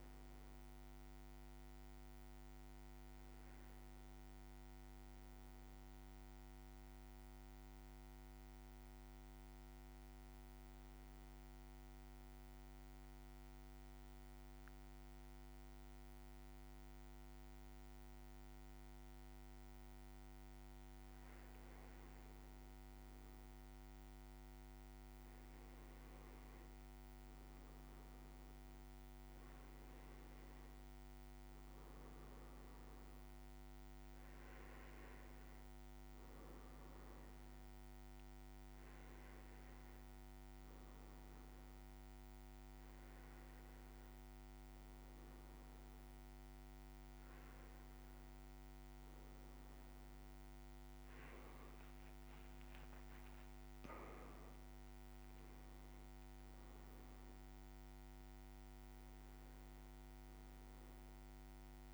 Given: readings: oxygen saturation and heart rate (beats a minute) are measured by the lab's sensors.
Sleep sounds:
breathing in sleep, hard to hear, by a microphone on the trachea; 1
6.50-21.00 s: obstructive apnea (oxygen 99% before, 93% lowest, heart rate 63 before, 57 extreme, up 3 after)
22.00-24.50 s: leg movement (device-marked)
22.50-27.00 s: arousal
26.50-52.50 s: oxygen desaturation (device-marked, oxygen 98% before, 93% lowest, heart rate 58 before, 57 extreme)
49.50-53.50 s: leg movement (device-marked)
From the record:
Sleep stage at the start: N1 (lightest sleep); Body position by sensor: on the back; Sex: male

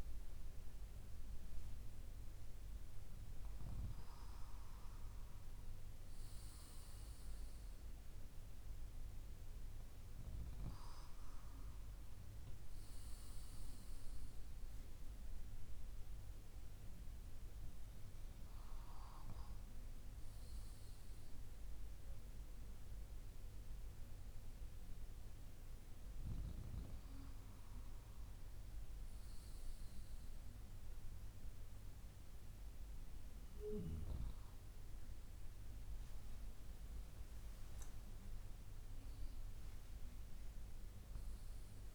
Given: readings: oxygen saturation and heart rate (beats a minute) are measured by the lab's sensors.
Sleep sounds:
breathing in sleep, hard to hear, by a room microphone; none
37.00-41.94 s: arousal
From the record:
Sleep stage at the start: N2 (light sleep); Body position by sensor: on the left side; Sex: male

